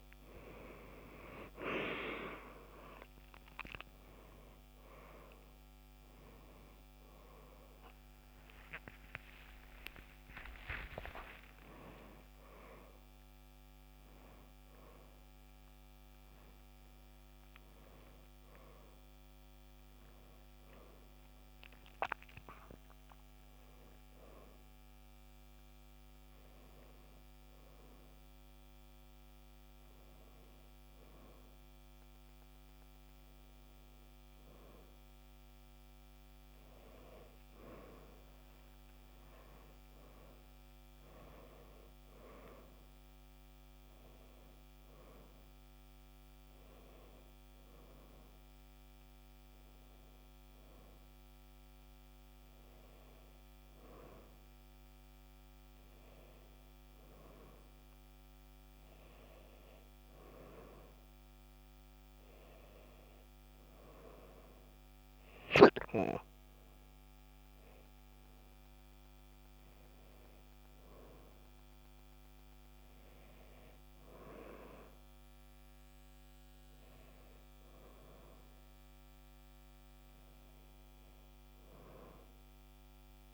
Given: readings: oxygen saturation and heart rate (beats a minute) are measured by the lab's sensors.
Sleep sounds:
a person partly awake in a sleep study, by a microphone on the trachea; none
2.50-32.50 s: new sleep stage, awake
26.50-35.50 s: oxygen desaturation (device-marked, oxygen 96% before, 93% lowest, heart rate 112 before, 61 extreme)
32.50-83.34 s: new sleep stage, N1 (lightest sleep)
From the record:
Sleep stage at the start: N2 (light sleep); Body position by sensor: on the back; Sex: male

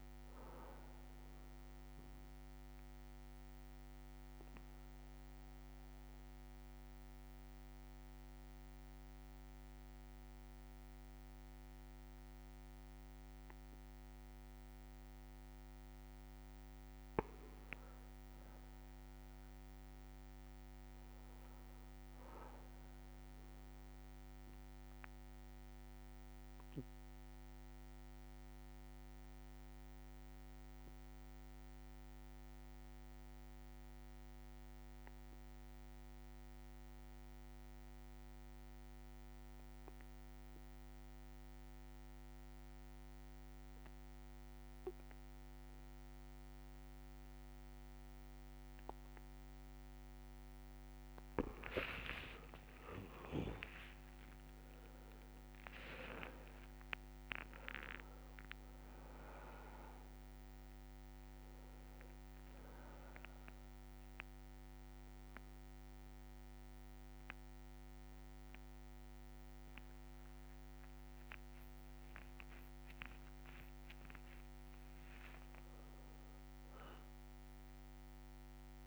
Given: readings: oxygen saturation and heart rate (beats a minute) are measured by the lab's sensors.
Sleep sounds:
a person partly awake in a sleep study, by a microphone on the trachea; 2
0.00-5.00 s: bradycardia (device-marked, heart rate 54 extreme)
0.50-2.50 s: long interval between heartbeats (device-marked, heart rate 59 before, 64 extreme)
1.00-16.00 s: oxygen desaturation (device-marked, oxygen 98% before, 95% lowest, heart rate 60 before, 52 extreme)
4.00-16.00 s: obstructive apnea (oxygen 99% before, 91% lowest, heart rate 61 before, 59 extreme, up 11 after)
6.00-11.00 s: bradycardia (device-marked, heart rate 66 before, 52 extreme)
14.50-16.50 s: long interval between heartbeats (device-marked, heart rate 59 before, 69 extreme)
19.00-23.00 s: arousal
27.50-48.00 s: obstructive apnea (oxygen 98% before, 91% lowest, heart rate 63 before, 54 extreme, up 18 after)
37.00-41.00 s: bradycardia (device-marked, heart rate 66 before, 59 extreme)
50.00-76.00 s: oxygen desaturation (device-marked, oxygen 98% before, 91% lowest, heart rate 60 before, 54 extreme)
52.00-54.00 s: long interval between heartbeats (device-marked, heart rate 60 before, 69 extreme)
56.00-59.00 s: bradycardia (device-marked, heart rate 66 before, 65 extreme)
59.00-78.87 s: new sleep stage, awake
62.50-64.50 s: long interval between heartbeats (device-marked, heart rate 63 before, 76 extreme)
From the record:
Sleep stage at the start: N2 (light sleep); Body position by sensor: on the back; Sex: male

